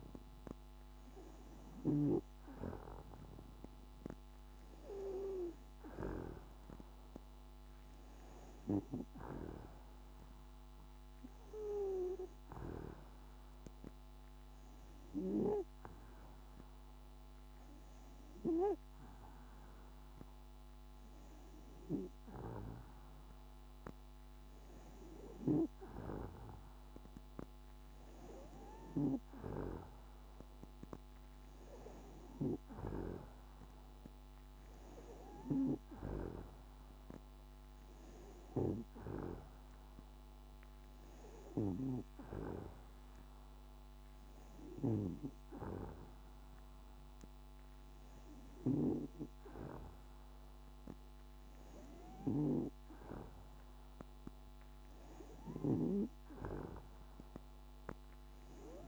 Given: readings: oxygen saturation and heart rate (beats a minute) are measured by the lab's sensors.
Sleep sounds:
breathing in sleep by a microphone on the trachea; none
none scored
From the record:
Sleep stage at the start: N2 (light sleep); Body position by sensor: on the back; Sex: female

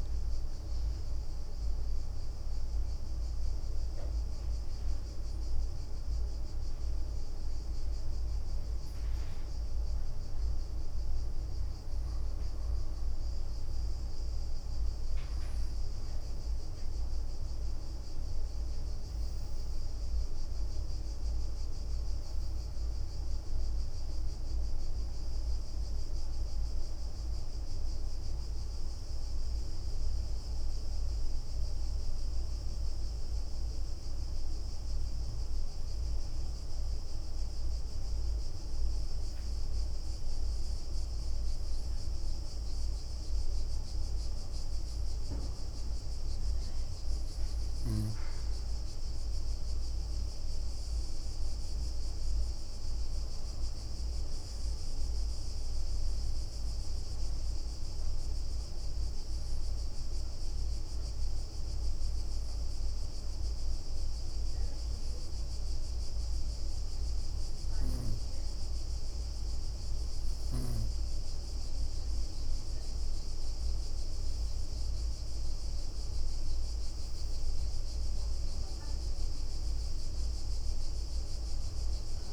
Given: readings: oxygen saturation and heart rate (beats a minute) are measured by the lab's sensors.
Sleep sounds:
breathing in sleep, hard to hear, by a room microphone; 3
0.00-4.50 s: leg movement (device-marked)
2.00-12.00 s: hypopnea (oxygen 98% before, 94% lowest, heart rate 65 before, 60 extreme, up 10 after)
9.50-16.00 s: leg movement (device-marked)
14.50-19.50 s: arousal
18.50-37.50 s: oxygen desaturation (device-marked, oxygen 98% before, 94% lowest, heart rate 65 before, 60 extreme)
19.00-26.50 s: leg movement (device-marked)
29.00-34.50 s: leg movement (device-marked)
30.00-42.00 s: hypopnea (oxygen 98% before, 94% lowest, heart rate 68 before, 60 extreme, up 8 after)
38.00-44.00 s: leg movement (device-marked)
47.00-50.50 s: arousal
47.00-53.50 s: leg movement (device-marked)
56.50-64.50 s: leg movement (device-marked)
57.50-69.50 s: hypopnea (oxygen 98% before, 94% lowest, heart rate 65 before, 59 extreme, up 9 after)
67.50-76.50 s: leg movement (device-marked)
72.50-76.50 s: arousal
80.00-82.33 s: leg movement (device-marked)
From the record:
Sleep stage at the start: N2 (light sleep); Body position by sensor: on the right side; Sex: female

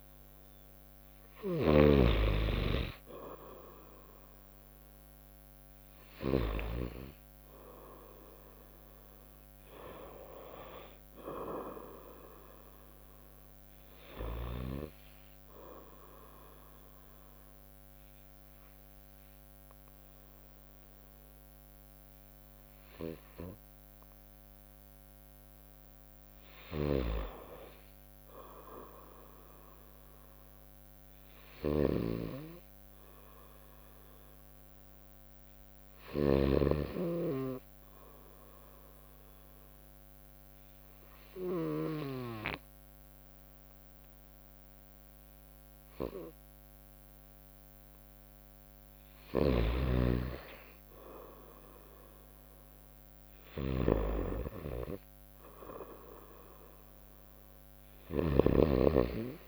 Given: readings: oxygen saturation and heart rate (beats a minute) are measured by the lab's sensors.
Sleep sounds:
breathing in sleep by a microphone on the trachea; 2
0.00-11.50 s: bradycardia (device-marked, heart rate 53 extreme)
14.50-35.50 s: oxygen desaturation (device-marked, oxygen 95% before, 88% lowest, heart rate 55 before, 63 extreme)
15.00-26.00 s: obstructive apnea (oxygen 96% before, 87% lowest, heart rate 55 before, 63 extreme, up 5 after)
28.50-32.50 s: arousal
36.00-48.00 s: obstructive apnea (oxygen 95% before, 86% lowest, heart rate 64 before, 63 extreme, up 1 after)
50.50-54.00 s: arousal
58.00-59.47 s: snoring (device-marked)
From the record:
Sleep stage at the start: N2 (light sleep); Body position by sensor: on the right side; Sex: female

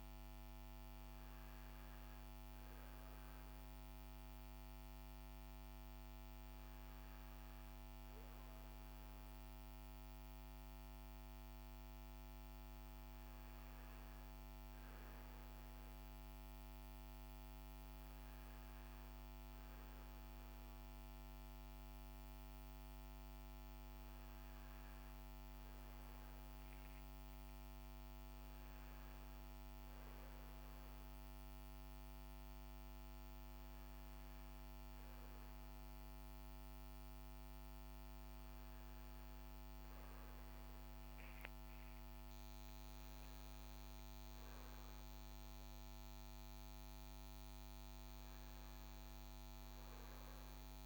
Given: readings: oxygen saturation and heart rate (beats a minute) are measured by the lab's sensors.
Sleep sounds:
breathing in sleep, hard to hear, by a microphone on the trachea; none
none scored
From the record:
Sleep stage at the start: REM sleep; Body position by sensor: on the front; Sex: male

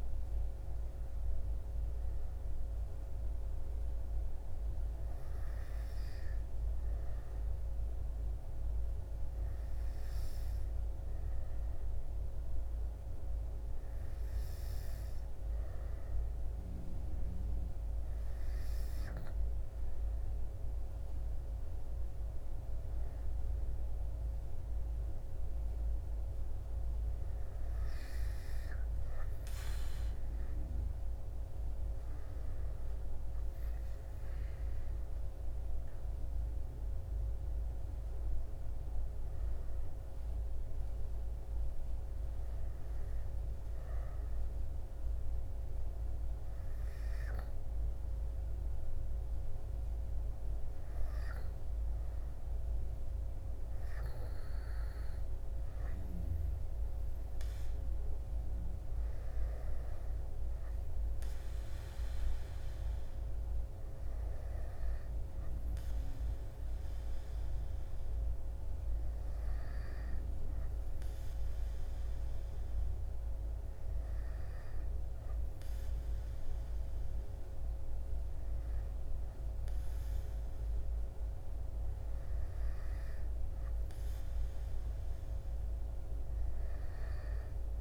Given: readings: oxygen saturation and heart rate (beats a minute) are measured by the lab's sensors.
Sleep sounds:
breathing in sleep, hard to hear, by a room microphone; none
none scored
From the record:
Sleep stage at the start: N2 (light sleep); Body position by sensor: on the back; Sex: male

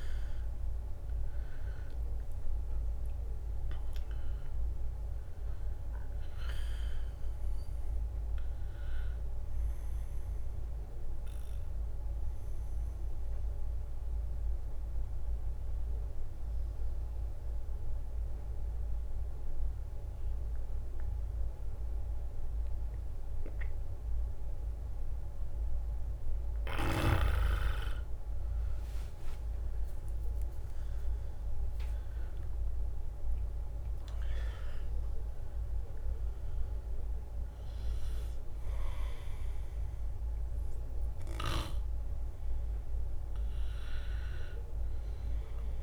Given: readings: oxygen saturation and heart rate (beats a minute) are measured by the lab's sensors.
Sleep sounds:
breathing in sleep by a room microphone; 1
0.00-7.50 s: drop in pulse transit time (device-marked, heart rate 70 extreme)
0.00-15.50 s: oxygen desaturation (device-marked, oxygen 90% lowest, heart rate 62 extreme)
12.50-25.00 s: obstructive apnea (oxygen 97% before, 92% lowest, heart rate 72 before, 63 extreme, up 10 after)
27.50-32.50 s: arousal
28.50-30.00 s: leg movement (device-marked)
28.50-41.50 s: drop in pulse transit time (device-marked, heart rate 66 before, 69 extreme)
34.50-45.83 s: oxygen desaturation (device-marked, oxygen 98% before, 92% lowest, heart rate 67 before, 63 extreme)
From the record:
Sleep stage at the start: N2 (light sleep); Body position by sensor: on the back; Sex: male

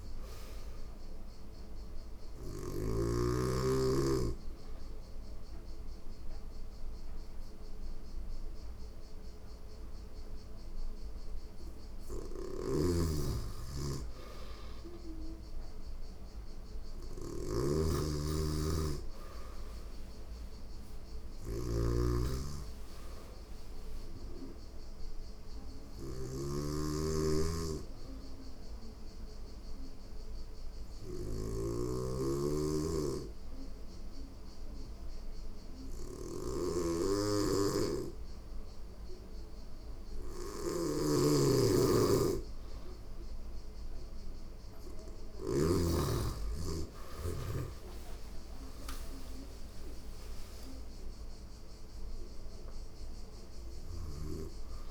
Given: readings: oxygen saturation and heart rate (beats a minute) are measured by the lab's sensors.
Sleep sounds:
breathing in sleep by a room microphone; 2
0.00-2.00 s: snoring (device-marked)
1.50-11.50 s: hypopnea (oxygen 94% before, 90% lowest, heart rate 89 before, 87 extreme, up 1 after)
11.50-45.00 s: snoring (device-marked)
13.50-16.50 s: arousal
29.00-40.50 s: hypopnea (oxygen 94% before, 88% lowest, heart rate 89 before, 87 extreme, up 22 after)
38.00-49.00 s: oxygen desaturation (device-marked, oxygen 94% before, 90% lowest, heart rate 89 before, 87 extreme)
45.50-49.50 s: arousal
From the record:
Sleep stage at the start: N2 (light sleep); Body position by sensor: on the back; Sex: female

